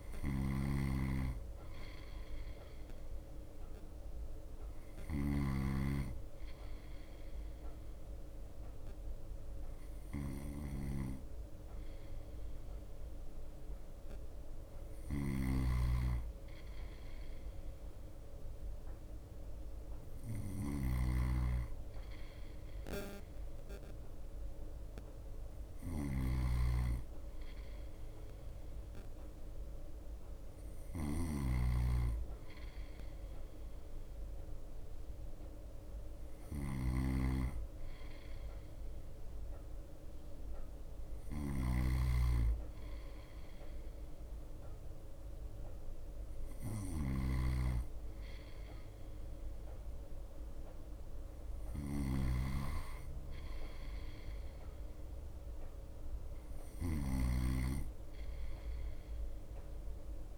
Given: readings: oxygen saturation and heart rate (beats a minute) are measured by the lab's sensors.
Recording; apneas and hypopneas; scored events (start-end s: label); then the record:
breathing in sleep by a room microphone; none
0.00-60.38 s: bradycardia (device-marked, heart rate 55 extreme)
0.00-60.38 s: snoring (device-marked)
From the record:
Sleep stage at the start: N2 (light sleep); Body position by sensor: on the right side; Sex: male